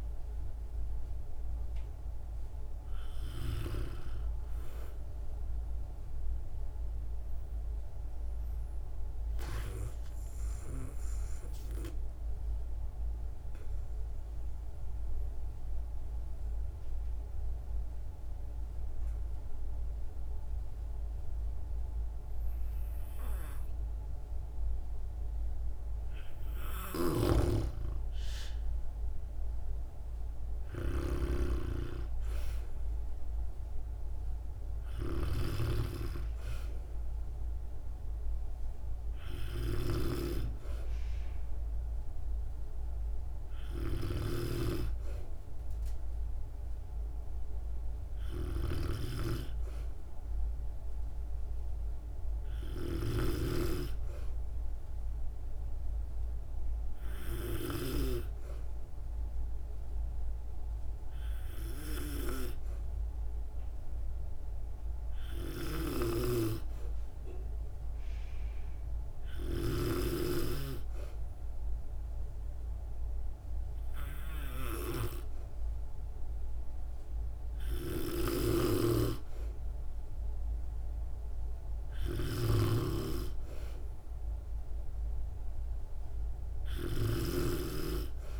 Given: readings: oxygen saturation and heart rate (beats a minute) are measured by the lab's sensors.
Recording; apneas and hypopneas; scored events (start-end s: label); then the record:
breathing in sleep by a room microphone; 1
12.50-26.50 s: obstructive apnea (oxygen 97% before, 92% lowest, heart rate 62 before, 56 extreme, up 7 after)
26.50-58.00 s: snoring (device-marked)
28.00-31.50 s: arousal
30.00-47.00 s: oxygen desaturation (device-marked, oxygen 97% before, 92% lowest, heart rate 60 before, 59 extreme)
65.50-88.40 s: snoring (device-marked)
From the record:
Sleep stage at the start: N2 (light sleep); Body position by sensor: on the back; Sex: female